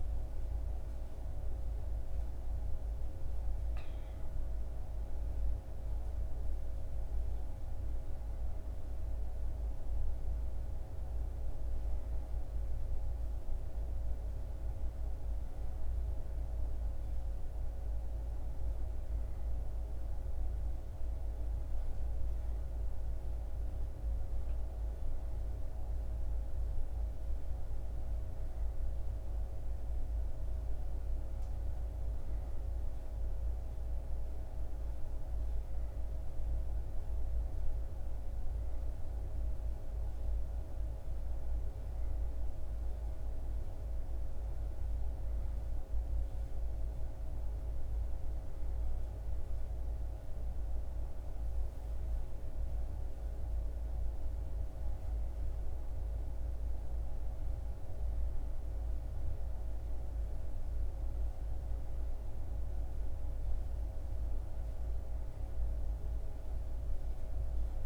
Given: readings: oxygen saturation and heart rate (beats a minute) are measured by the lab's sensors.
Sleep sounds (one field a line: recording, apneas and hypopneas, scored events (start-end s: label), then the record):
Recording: breathing in sleep, hard to hear, by a room microphone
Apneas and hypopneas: none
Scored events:
none scored
From the record:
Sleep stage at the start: N2 (light sleep)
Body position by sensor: on the back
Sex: male